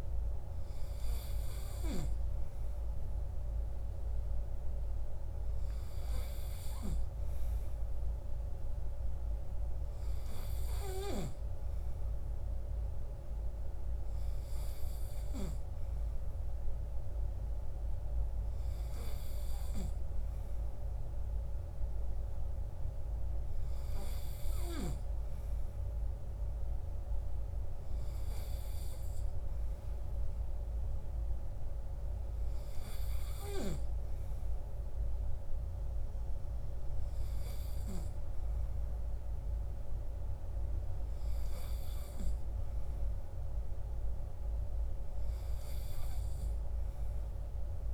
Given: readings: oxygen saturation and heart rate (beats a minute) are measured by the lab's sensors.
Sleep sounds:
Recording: breathing in sleep, hard to hear, by a room microphone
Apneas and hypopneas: none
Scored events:
none scored
From the record:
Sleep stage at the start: N3 (deep sleep)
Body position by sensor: on the right side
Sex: male

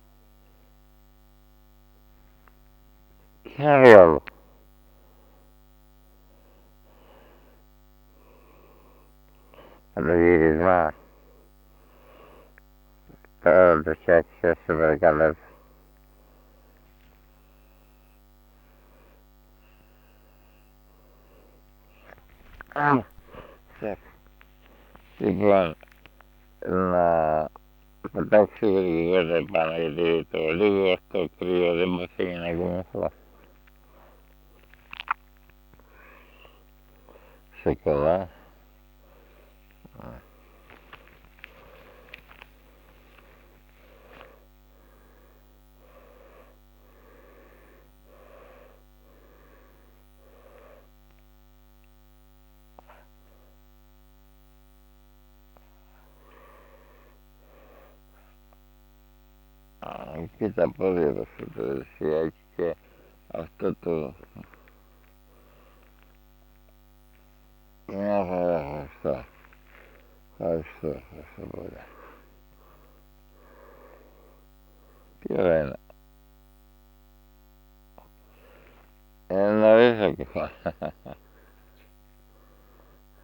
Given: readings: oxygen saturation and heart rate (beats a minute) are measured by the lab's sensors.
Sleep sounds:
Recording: a person awake in a sleep study, by a microphone on the trachea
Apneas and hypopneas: none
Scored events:
9.50-13.50 s: snoring (device-marked)
From the record:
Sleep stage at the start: awake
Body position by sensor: on the back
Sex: male

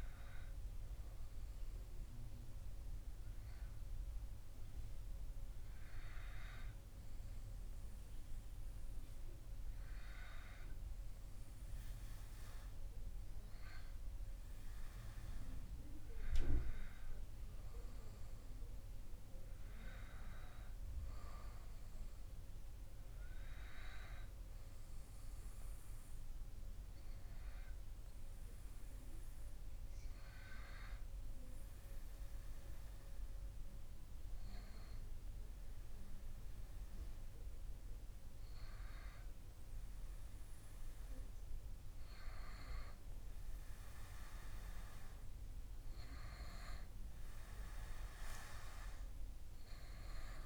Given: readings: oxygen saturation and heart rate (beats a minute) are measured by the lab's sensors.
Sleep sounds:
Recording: breathing in sleep by a room microphone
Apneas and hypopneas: none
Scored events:
4.50-50.46 s: new sleep stage, N2 (light sleep)
From the record:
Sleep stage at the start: REM sleep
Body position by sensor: on the back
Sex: male

